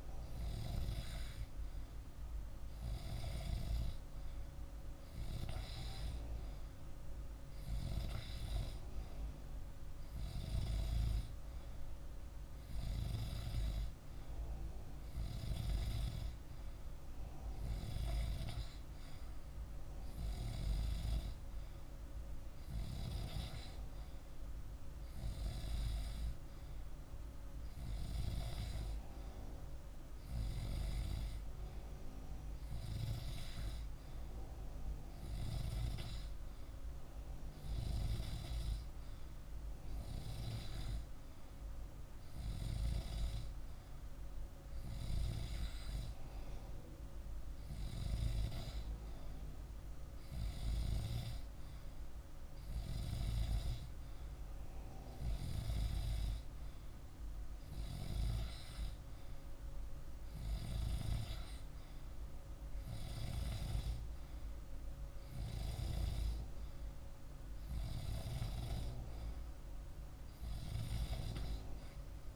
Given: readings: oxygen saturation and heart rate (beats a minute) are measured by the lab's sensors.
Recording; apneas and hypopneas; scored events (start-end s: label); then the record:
breathing in sleep by a room microphone; none
none scored
From the record:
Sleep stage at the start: N2 (light sleep); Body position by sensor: on the back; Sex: male